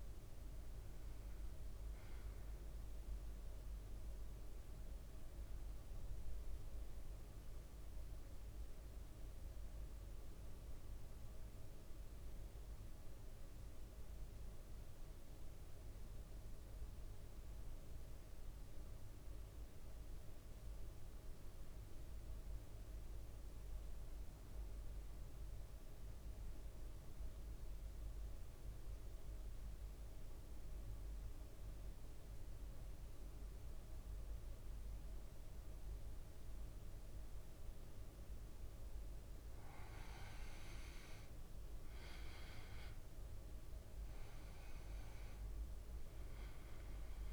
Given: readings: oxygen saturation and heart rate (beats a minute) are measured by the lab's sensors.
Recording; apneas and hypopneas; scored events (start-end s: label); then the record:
breathing in sleep, hard to hear, by a room microphone; 1
21.00-25.00 s: arousal
27.50-39.00 s: central apnea (oxygen 100% before, 93% lowest, heart rate 57 before, 56 extreme, up 4 after)
33.00-47.33 s: oxygen desaturation (device-marked, oxygen 100% before, 93% lowest, heart rate 57 before, 56 extreme)
41.00-45.50 s: arousal
From the record:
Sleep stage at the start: N2 (light sleep); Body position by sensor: on the back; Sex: male